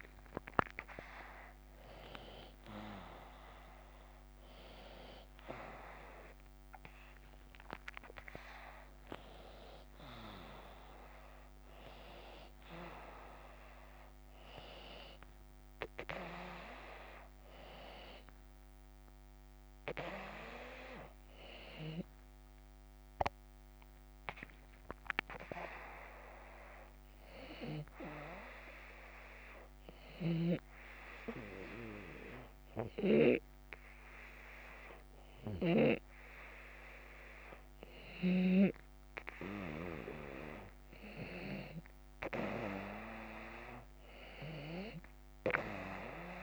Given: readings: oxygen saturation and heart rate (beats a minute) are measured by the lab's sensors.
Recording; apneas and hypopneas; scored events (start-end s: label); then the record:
breathing in sleep by a microphone on the trachea; 1
0.00-1.00 s: drop in pulse transit time (device-marked)
2.50-4.50 s: long interval between heartbeats (device-marked)
3.00-8.50 s: arousal
13.00-15.00 s: long interval between heartbeats (device-marked, heart rate 40 before, 32 extreme)
17.00-21.00 s: drop in pulse transit time (device-marked, heart rate 44 before, 32 extreme)
24.00-46.43 s: new sleep stage, N2 (light sleep)
29.50-40.00 s: hypopnea (oxygen 94% before, 92% lowest)
30.00-38.50 s: snoring (device-marked)
33.50-35.50 s: long interval between heartbeats (device-marked)
42.00-46.00 s: arousal
From the record:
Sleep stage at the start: N1 (lightest sleep); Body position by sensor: on the back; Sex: male